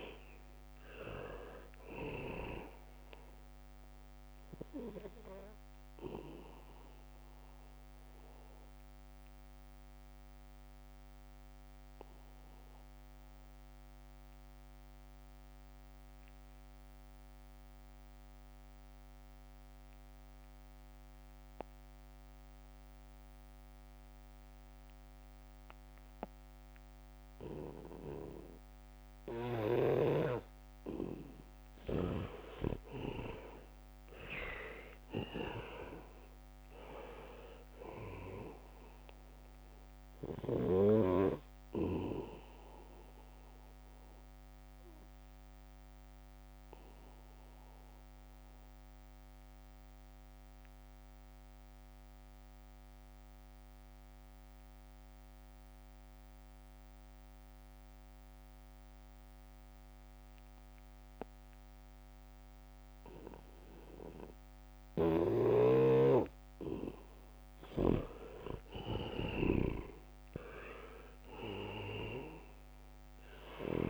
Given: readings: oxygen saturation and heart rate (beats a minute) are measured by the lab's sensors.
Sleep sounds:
breathing in sleep by a microphone on the trachea; 2
0.00-1.00 s: arousal
0.00-23.00 s: oxygen desaturation (device-marked, oxygen 77% lowest, heart rate 63 extreme)
7.00-30.50 s: obstructive apnea (oxygen 97% before, 77% lowest, heart rate 68 before, 63 extreme, up 3 after)
29.50-31.00 s: leg movement (device-marked)
32.00-35.50 s: arousal
32.00-35.50 s: leg movement (device-marked)
35.00-58.00 s: oxygen desaturation (device-marked, oxygen 98% before, 79% lowest, heart rate 70 before, 64 extreme)
36.50-39.00 s: leg movement (device-marked)
40.00-43.50 s: leg movement (device-marked)
44.00-67.50 s: obstructive apnea (oxygen 99% before, 78% lowest, heart rate 68 before, 64 extreme, up 9 after)
49.50-54.50 s: leg movement (device-marked)
64.00-73.90 s: oxygen desaturation (device-marked, oxygen 99% before, 80% lowest, heart rate 71 before, 67 extreme)
65.00-73.90 s: snoring (device-marked)
68.00-69.50 s: leg movement (device-marked)
70.00-72.50 s: leg movement (device-marked)
70.50-73.90 s: arousal
From the record:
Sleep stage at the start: N2 (light sleep); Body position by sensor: on the back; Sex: male

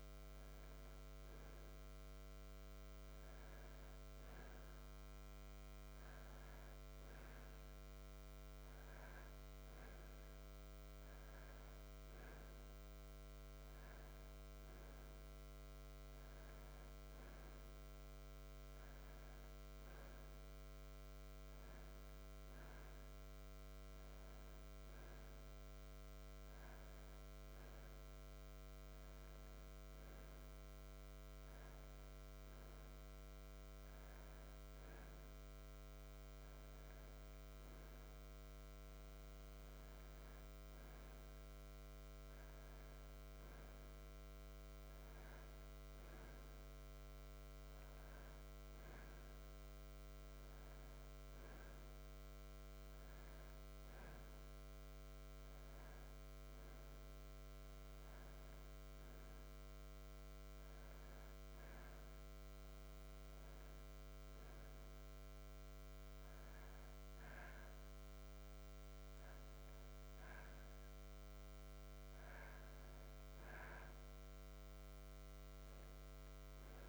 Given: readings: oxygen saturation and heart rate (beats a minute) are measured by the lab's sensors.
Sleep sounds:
breathing in sleep, hard to hear, by a microphone on the trachea; none
none scored
From the record:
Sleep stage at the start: N1 (lightest sleep); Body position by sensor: on the back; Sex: male

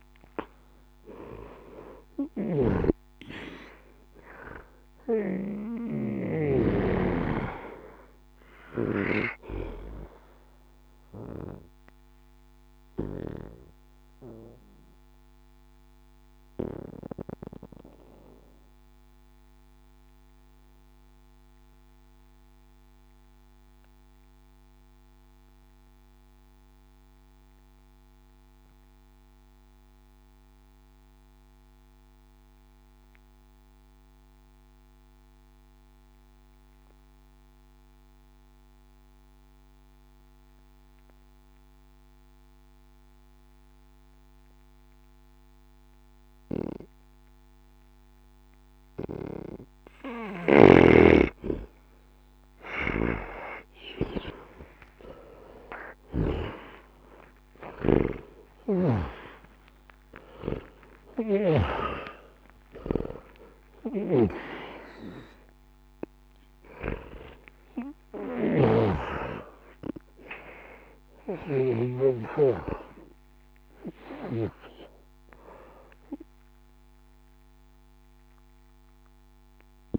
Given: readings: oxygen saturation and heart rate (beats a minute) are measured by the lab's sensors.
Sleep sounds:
a person partly awake in a sleep study, by a microphone on the trachea; 1
0.00-6.00 s: snoring (device-marked)
0.00-32.00 s: oxygen desaturation (device-marked, oxygen 79% lowest)
5.00-18.00 s: bradycardia (device-marked)
9.00-79.99 s: new sleep stage, N2 (light sleep)
12.50-48.50 s: obstructive apnea (oxygen 96% before, 79% lowest, heart rate 69 before, 44 extreme)
50.00-56.00 s: snoring (device-marked)
50.00-79.99 s: oxygen desaturation (device-marked, oxygen 99% before, 82% lowest, heart rate 65 before, 61 extreme)
51.00-55.00 s: arousal
68.00-71.50 s: snoring (device-marked)
73.50-77.50 s: arousal
From the record:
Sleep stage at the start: awake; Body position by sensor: on the back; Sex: male

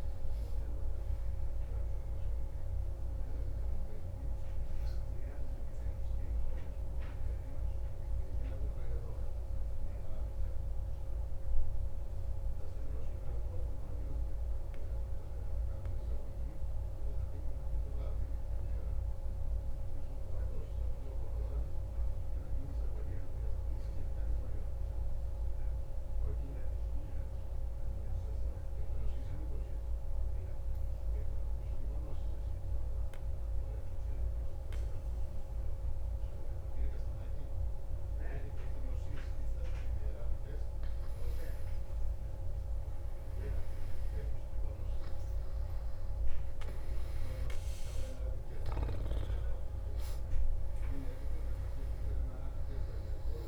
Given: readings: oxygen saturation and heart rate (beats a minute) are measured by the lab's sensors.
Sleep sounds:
breathing in sleep, hard to hear, by a room microphone; 1
4.50-39.50 s: mixed apnea (oxygen 98% before, 92% lowest, heart rate 109 before, 27 extreme, up 14 after)
11.00-53.48 s: new sleep stage, N2 (light sleep)
40.50-44.00 s: arousal
41.00-53.48 s: oxygen desaturation (device-marked, oxygen 97% before, 92% lowest, heart rate 112 before, 27 extreme)
From the record:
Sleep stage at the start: N1 (lightest sleep); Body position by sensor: on the back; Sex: male

